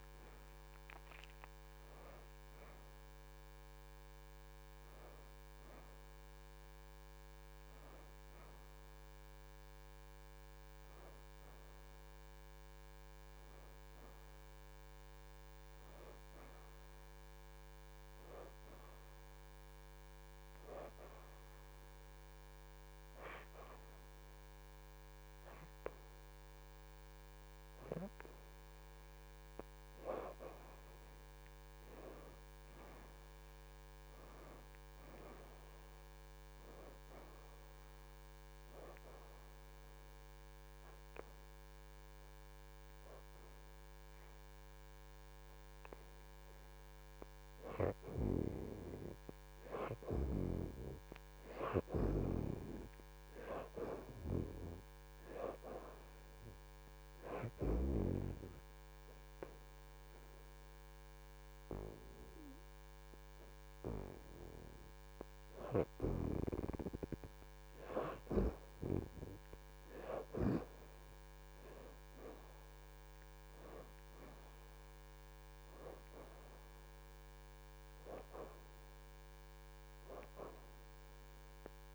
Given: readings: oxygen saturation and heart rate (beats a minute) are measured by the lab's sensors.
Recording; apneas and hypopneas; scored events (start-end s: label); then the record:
breathing in sleep by a microphone on the trachea; 4
0.00-16.50 s: oxygen desaturation (device-marked, oxygen 69% lowest, heart rate 77 extreme)
4.50-8.50 s: arousal
20.00-30.50 s: hypopnea (oxygen 85% before, 63% lowest, heart rate 82 before, 76 extreme, up 5 after)
31.00-31.50 s: hypopnea (oxygen 85% before, 63% lowest, heart rate 79 before, 76 extreme, up 8 after)
31.50-55.50 s: oxygen desaturation (device-marked, oxygen 84% before, 66% lowest, heart rate 79 before, 76 extreme)
32.00-36.00 s: arousal
39.50-49.50 s: hypopnea (oxygen 85% before, 63% lowest, heart rate 80 before, 76 extreme, up 6 after)
51.50-55.50 s: arousal
58.00-68.50 s: hypopnea (oxygen 82% before, 63% lowest, heart rate 80 before, 79 extreme, up 4 after)
60.50-73.50 s: oxygen desaturation (device-marked, oxygen 82% before, 68% lowest, heart rate 80 before, 79 extreme)
71.00-75.00 s: arousal
79.50-81.95 s: oxygen desaturation (device-marked, oxygen 77% before, 63% lowest, heart rate 82 before, 79 extreme)
From the record:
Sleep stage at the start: N2 (light sleep); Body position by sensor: on the back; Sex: female